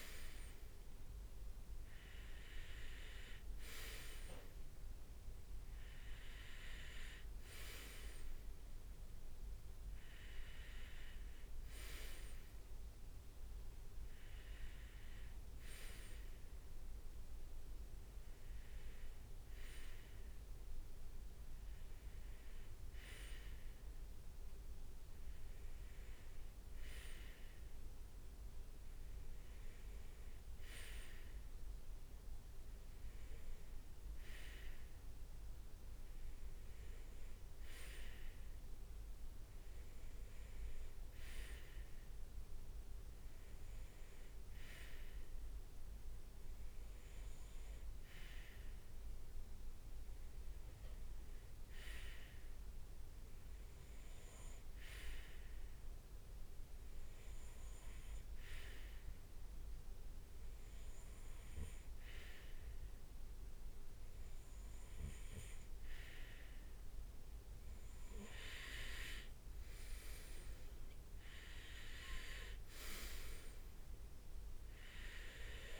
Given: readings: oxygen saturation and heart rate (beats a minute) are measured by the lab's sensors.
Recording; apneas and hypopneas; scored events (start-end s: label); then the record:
breathing in sleep by a room microphone; none
none scored
From the record:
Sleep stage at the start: N2 (light sleep); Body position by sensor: on the right side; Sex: male